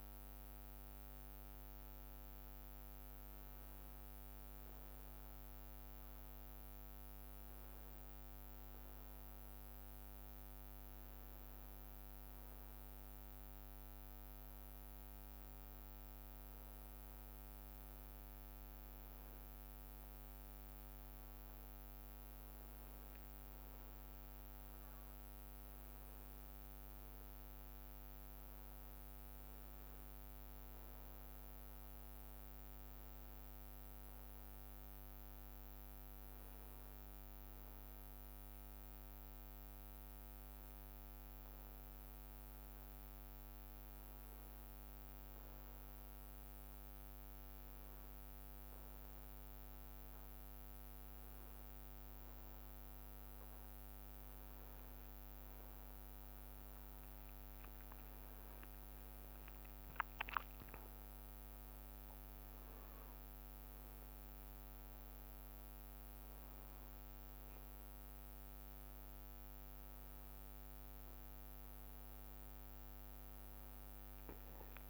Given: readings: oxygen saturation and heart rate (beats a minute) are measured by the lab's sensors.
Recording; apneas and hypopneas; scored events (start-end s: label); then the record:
a person partly awake in a sleep study, hard to hear, by a microphone on the trachea; none
23.00-29.50 s: leg movement (device-marked)
53.50-74.90 s: new sleep stage, awake
54.00-61.00 s: leg movement (device-marked)
65.00-69.00 s: leg movement (device-marked)
From the record:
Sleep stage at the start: N1 (lightest sleep); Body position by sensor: on the back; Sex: male